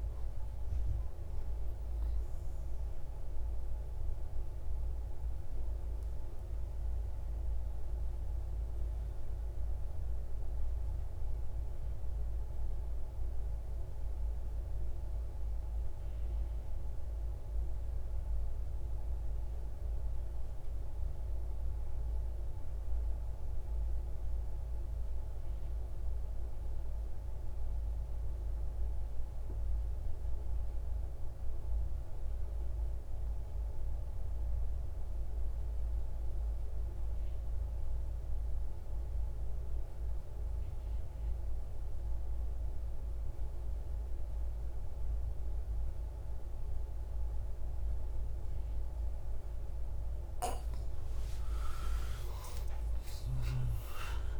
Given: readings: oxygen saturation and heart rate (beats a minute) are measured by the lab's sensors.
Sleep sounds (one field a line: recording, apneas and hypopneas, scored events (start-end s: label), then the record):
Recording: breathing in sleep, hard to hear, by a room microphone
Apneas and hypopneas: 1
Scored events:
0.00-13.50 s: oxygen desaturation (device-marked, oxygen 95% lowest, heart rate 30 extreme)
6.00-49.50 s: mixed apnea (oxygen 99% before, 86% lowest, heart rate 90 before, 33 extreme)
33.50-54.40 s: oxygen desaturation (device-marked, oxygen 98% before, 86% lowest, heart rate 83 before, 35 extreme)
51.00-54.40 s: arousal
From the record:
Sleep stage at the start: N2 (light sleep)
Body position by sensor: on the right side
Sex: male